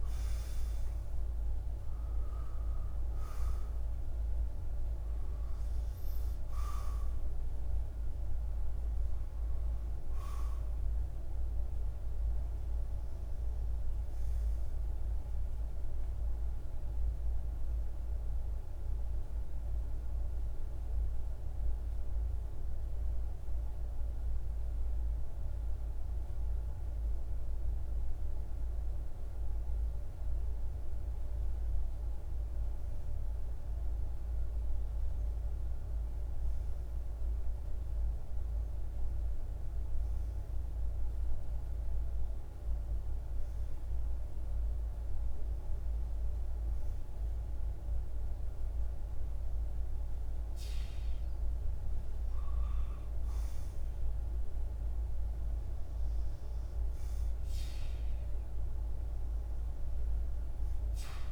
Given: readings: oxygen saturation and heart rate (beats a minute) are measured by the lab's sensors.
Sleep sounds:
breathing in sleep, hard to hear, by a room microphone; none
none scored
From the record:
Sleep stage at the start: REM sleep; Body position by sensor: on the back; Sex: male

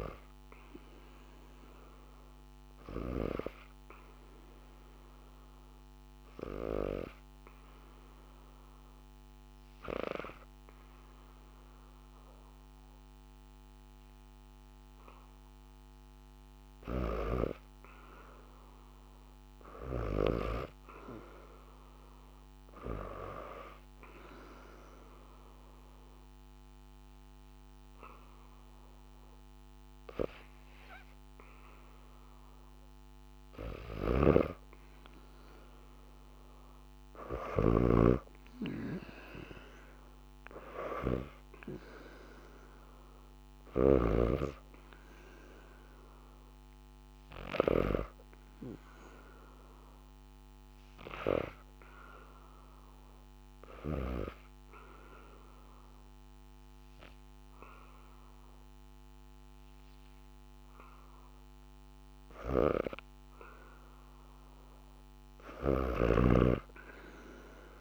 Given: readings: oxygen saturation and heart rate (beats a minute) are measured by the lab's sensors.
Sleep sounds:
breathing in sleep by a microphone on the trachea; 2
4.00-16.00 s: obstructive apnea (oxygen 98% before, 87% lowest, heart rate 79 before, 73 extreme, up 0 after)
17.50-20.50 s: arousal
21.50-42.50 s: oxygen desaturation (device-marked, oxygen 98% before, 87% lowest, heart rate 76 before, 75 extreme)
24.00-34.00 s: obstructive apnea (oxygen 98% before, 87% lowest, heart rate 76 before, 76 extreme, up 6 after)
33.50-43.50 s: snoring (device-marked)
36.00-40.00 s: arousal
65.00-67.81 s: snoring (device-marked)
67.50-67.81 s: new sleep stage, REM sleep
From the record:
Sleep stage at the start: N2 (light sleep); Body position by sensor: on the back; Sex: female

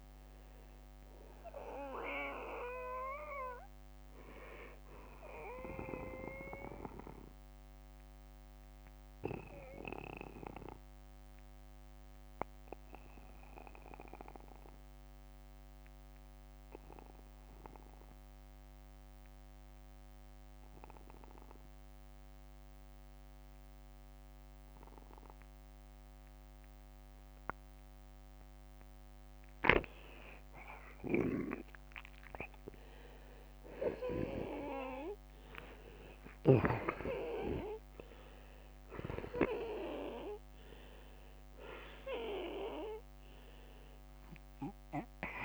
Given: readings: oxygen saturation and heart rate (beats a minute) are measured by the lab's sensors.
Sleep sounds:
breathing in sleep by a microphone on the trachea; 1
3.00-25.00 s: oxygen desaturation (device-marked, oxygen 92% before, 85% lowest, heart rate 60 before, 43 extreme)
7.50-27.50 s: obstructive apnea (oxygen 95% before, 85% lowest, heart rate 64 before, 43 extreme, up 41 after)
16.50-18.50 s: long interval between heartbeats (device-marked, heart rate 62 before, 66 extreme)
21.50-23.50 s: long interval between heartbeats (device-marked, heart rate 61 before, 54 extreme)
29.50-34.00 s: arousal
30.00-32.00 s: long interval between heartbeats (device-marked, heart rate 55 before, 72 extreme)
35.50-37.50 s: long interval between heartbeats (device-marked, heart rate 60 before, 73 extreme)
41.50-43.50 s: long interval between heartbeats (device-marked, heart rate 64 before, 82 extreme)
From the record:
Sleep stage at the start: N2 (light sleep); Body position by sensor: on the back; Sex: male

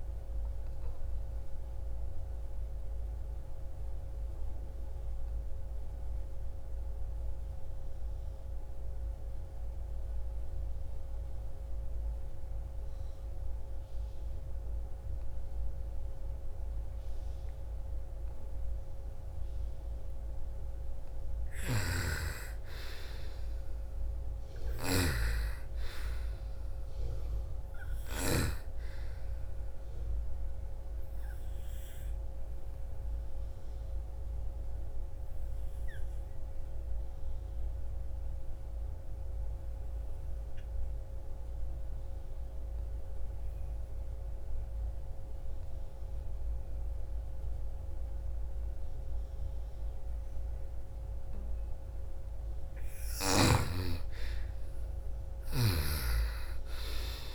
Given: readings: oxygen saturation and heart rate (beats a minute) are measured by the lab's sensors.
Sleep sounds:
breathing in sleep by a room microphone; 2
0.00-16.50 s: oxygen desaturation (device-marked, oxygen 84% lowest, heart rate 40 extreme)
1.50-18.50 s: obstructive apnea (oxygen 96% before, 84% lowest, heart rate 61 before, 40 extreme, up 20 after)
20.50-24.50 s: arousal
20.50-27.50 s: snoring (device-marked)
24.50-40.50 s: oxygen desaturation (device-marked, oxygen 98% before, 86% lowest, heart rate 52 before, 55 extreme)
29.50-51.00 s: obstructive apnea (oxygen 98% before, 84% lowest, heart rate 57 before, 49 extreme, up 13 after)
50.50-57.35 s: oxygen desaturation (device-marked, oxygen 98% before, 85% lowest, heart rate 59 before, 49 extreme)
53.50-57.35 s: arousal
From the record:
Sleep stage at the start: N2 (light sleep); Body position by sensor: on the right side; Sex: female

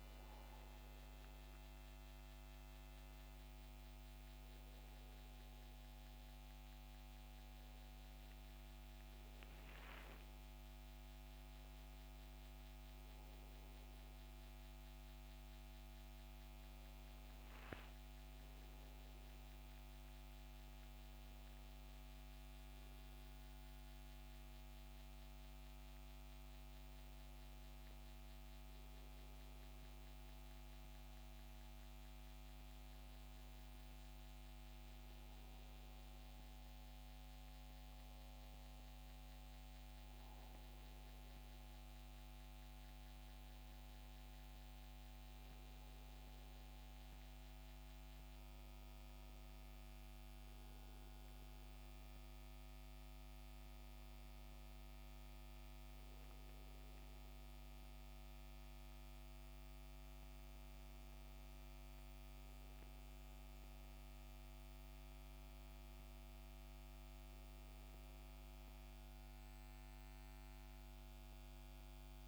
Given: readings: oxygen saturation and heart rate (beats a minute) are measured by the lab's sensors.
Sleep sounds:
breathing in sleep, hard to hear, by a microphone on the trachea; none
29.00-50.00 s: oxygen desaturation (device-marked, oxygen 93% before, 89% lowest, heart rate 73 before, 72 extreme)
From the record:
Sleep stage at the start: N1 (lightest sleep); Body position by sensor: on the back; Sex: male

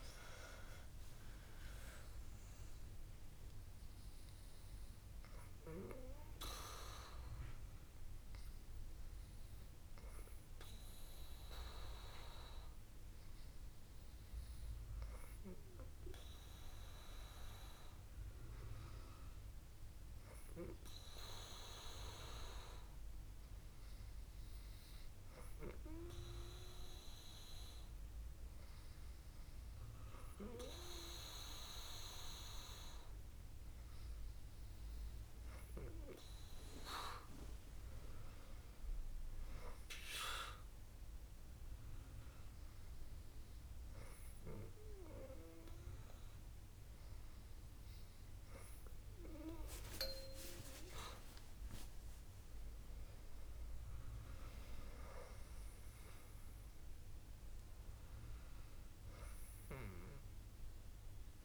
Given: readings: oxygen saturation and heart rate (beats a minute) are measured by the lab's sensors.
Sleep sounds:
breathing in sleep by a room microphone; 1
9.00-24.50 s: hypopnea (oxygen 98% before, 96% lowest, heart rate 68 before, 60 extreme, up 7 after)
29.00-33.00 s: arousal
From the record:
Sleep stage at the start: N2 (light sleep); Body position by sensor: on the back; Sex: female

